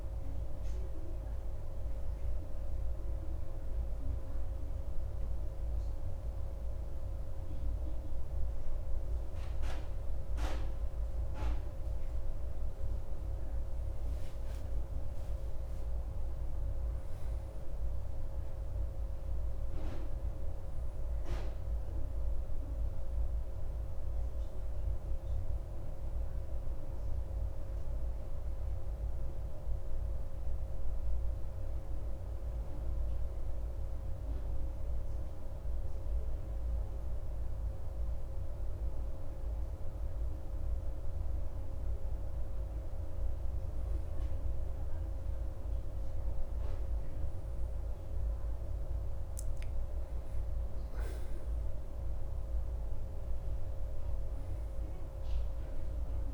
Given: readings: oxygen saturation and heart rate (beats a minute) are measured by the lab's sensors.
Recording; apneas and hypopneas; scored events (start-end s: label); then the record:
a person awake in a sleep study, hard to hear, by a room microphone; 1
30.00-56.34 s: new sleep stage, N1 (lightest sleep)
30.50-43.50 s: hypopnea (oxygen 97% before, 93% lowest)
46.50-50.00 s: arousal
From the record:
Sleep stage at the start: awake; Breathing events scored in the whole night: 169 in 4.5 hours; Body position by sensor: on the back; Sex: male